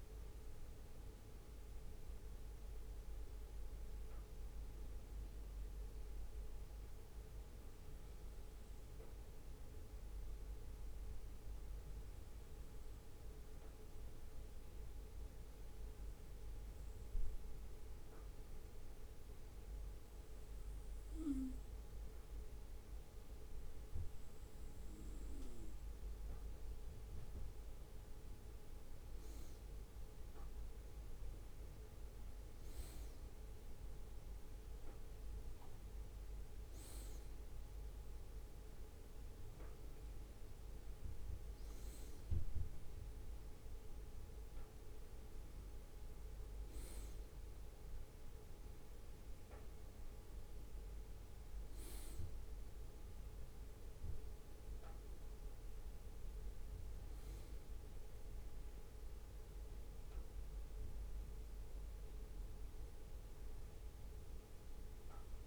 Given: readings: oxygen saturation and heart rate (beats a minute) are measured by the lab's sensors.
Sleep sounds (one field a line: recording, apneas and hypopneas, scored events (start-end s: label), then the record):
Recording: breathing in sleep, hard to hear, by a room microphone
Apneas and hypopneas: 1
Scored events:
0.00-3.00 s: arousal
6.50-24.50 s: obstructive apnea (oxygen 97% before, 96% lowest, heart rate 62 before, 61 extreme, up 1 after)
27.00-30.50 s: arousal
From the record:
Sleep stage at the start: N2 (light sleep)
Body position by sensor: on the right side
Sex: male